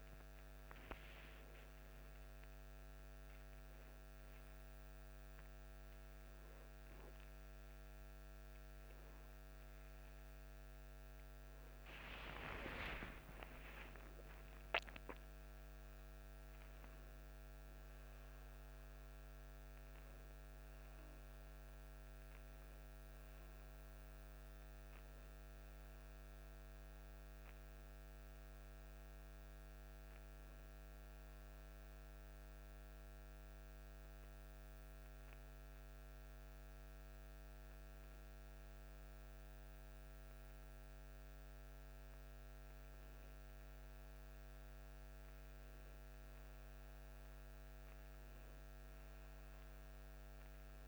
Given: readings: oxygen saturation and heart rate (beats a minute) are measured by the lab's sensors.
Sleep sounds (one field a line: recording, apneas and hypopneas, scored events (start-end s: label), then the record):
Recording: breathing in sleep, hard to hear, by a microphone on the trachea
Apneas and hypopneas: 1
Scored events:
12.00-16.00 s: arousal
32.50-43.50 s: hypopnea (oxygen 91% before, 90% lowest, heart rate 57 before, 44 extreme, up 3 after)
45.50-49.00 s: arousal
From the record:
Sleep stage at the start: N2 (light sleep)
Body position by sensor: on the back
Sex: male